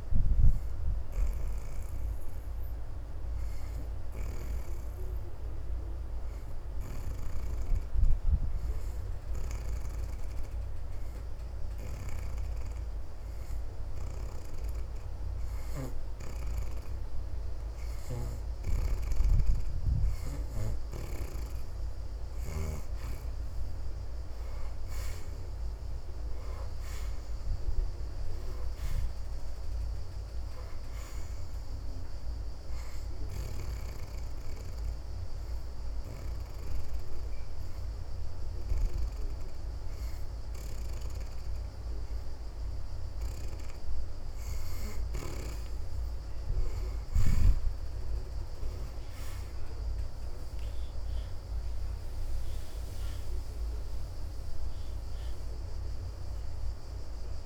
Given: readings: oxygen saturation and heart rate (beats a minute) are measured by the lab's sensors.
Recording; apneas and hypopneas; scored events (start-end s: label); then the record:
breathing in sleep, hard to hear, by a room microphone; 2
0.00-17.00 s: oxygen desaturation (device-marked, oxygen 63% lowest, heart rate 78 extreme)
1.00-17.00 s: hypopnea (oxygen 81% before, 61% lowest, heart rate 83 before, 78 extreme, up 3 after)
18.50-22.50 s: snoring (device-marked)
19.00-54.00 s: oxygen desaturation (device-marked, oxygen 79% before, 61% lowest, heart rate 82 before, 69 extreme)
19.50-22.50 s: arousal
33.50-44.50 s: hypopnea (oxygen 79% before, 61% lowest, heart rate 82 before, 79 extreme, up 4 after)
46.00-50.00 s: arousal
56.00-57.46 s: oxygen desaturation (device-marked, oxygen 78% before, 63% lowest, heart rate 82 before, 59 extreme)
From the record:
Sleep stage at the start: N2 (light sleep); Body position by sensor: on the back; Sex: female